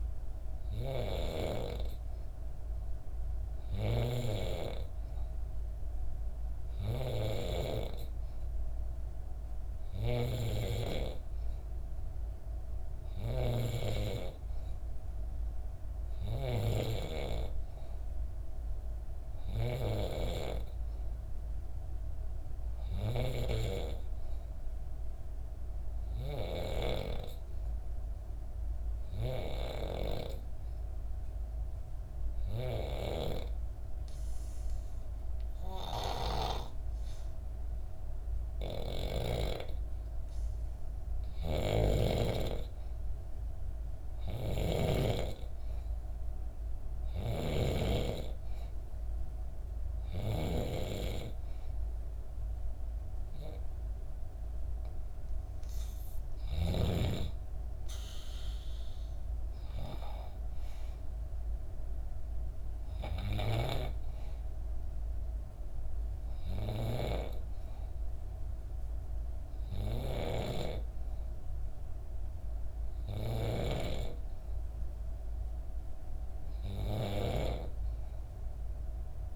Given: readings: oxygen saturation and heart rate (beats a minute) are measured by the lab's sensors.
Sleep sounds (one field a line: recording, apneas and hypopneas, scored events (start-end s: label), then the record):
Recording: breathing in sleep by a room microphone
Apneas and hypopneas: 1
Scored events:
9.50-13.00 s: snoring (device-marked)
30.50-42.50 s: obstructive apnea (oxygen 94% before, 90% lowest, heart rate 66 before, 65 extreme, up 1 after)
32.50-39.00 s: snoring (device-marked)
41.00-47.50 s: snoring (device-marked)
44.50-48.50 s: arousal
45.00-59.00 s: oxygen desaturation (device-marked, oxygen 93% before, 90% lowest, heart rate 66 before, 65 extreme)
From the record:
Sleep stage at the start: N3 (deep sleep)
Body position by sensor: on the back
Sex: female